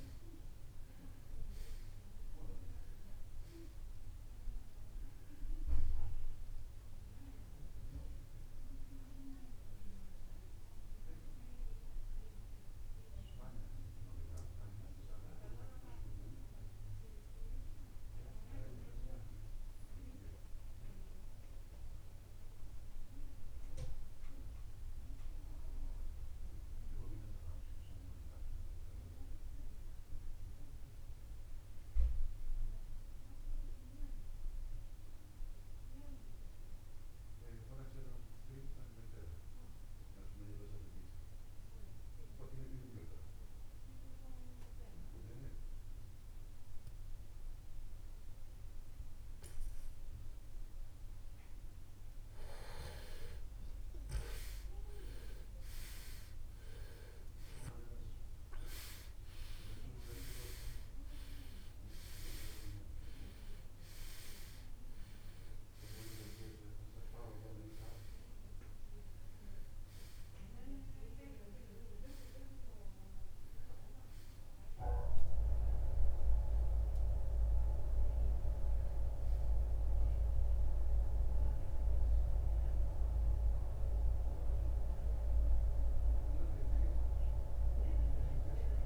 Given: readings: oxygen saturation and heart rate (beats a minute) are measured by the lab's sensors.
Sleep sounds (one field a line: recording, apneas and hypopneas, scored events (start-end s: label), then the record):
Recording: breathing in sleep by a room microphone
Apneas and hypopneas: 1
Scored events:
0.00-4.00 s: oxygen desaturation (device-marked, oxygen 93% lowest, heart rate 57 extreme)
9.50-13.50 s: arousal
10.00-36.00 s: oxygen desaturation (device-marked, oxygen 94% before, 85% lowest, heart rate 67 before, 46 extreme)
18.50-50.50 s: mixed apnea (oxygen 95% before, 83% lowest, heart rate 68 before, 46 extreme, up 19 after)
51.50-56.50 s: arousal
83.00-88.86 s: oxygen desaturation (device-marked, oxygen 94% before, 83% lowest, heart rate 76 before, 47 extreme)
87.50-88.86 s: arousal
From the record:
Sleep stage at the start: REM sleep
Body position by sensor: on the right side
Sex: male